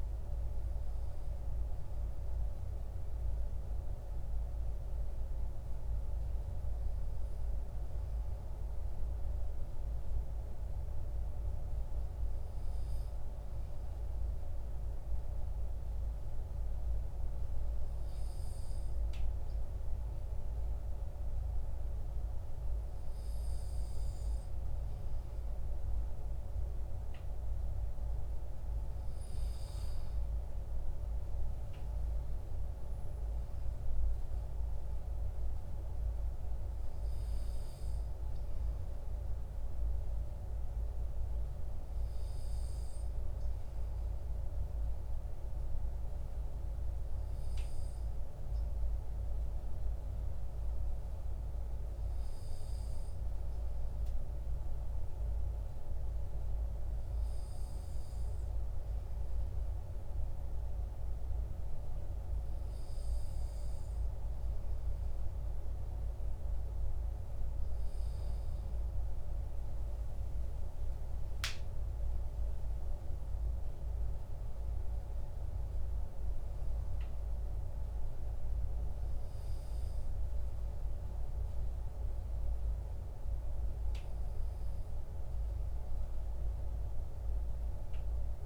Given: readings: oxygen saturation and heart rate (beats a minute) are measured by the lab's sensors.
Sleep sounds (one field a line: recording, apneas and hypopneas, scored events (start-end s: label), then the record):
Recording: breathing in sleep, hard to hear, by a room microphone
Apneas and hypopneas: 2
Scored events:
5.00-26.00 s: hypopnea (oxygen 97% before, 95% lowest, heart rate 54 before, 40 extreme, up 12 after)
28.00-31.50 s: arousal
44.50-67.00 s: hypopnea (oxygen 97% before, 95% lowest, heart rate 52 before, 45 extreme, up 14 after)
69.00-73.00 s: arousal
From the record:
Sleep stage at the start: N2 (light sleep)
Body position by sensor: on the back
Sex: male